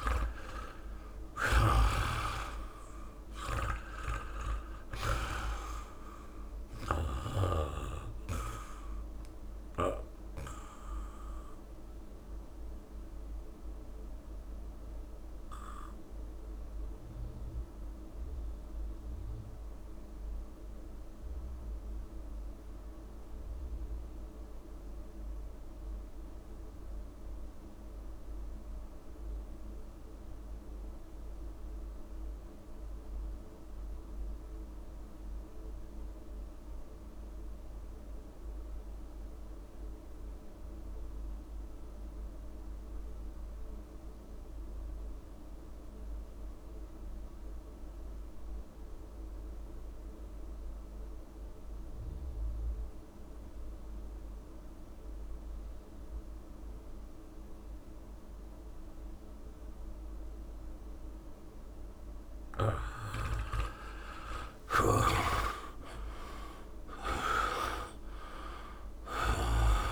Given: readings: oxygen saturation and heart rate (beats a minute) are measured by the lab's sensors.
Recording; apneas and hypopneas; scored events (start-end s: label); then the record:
breathing in sleep by a room microphone; 1
0.00-1.50 s: arousal
0.00-21.00 s: oxygen desaturation (device-marked, oxygen 74% lowest)
1.00-5.00 s: snoring (device-marked)
10.50-61.50 s: obstructive apnea (oxygen 93% before, 69% lowest)
35.00-69.92 s: oxygen desaturation (device-marked, oxygen 99% before, 69% lowest)
64.50-69.00 s: arousal
64.50-69.50 s: snoring (device-marked)
From the record:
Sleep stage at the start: REM sleep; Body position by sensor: on the back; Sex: male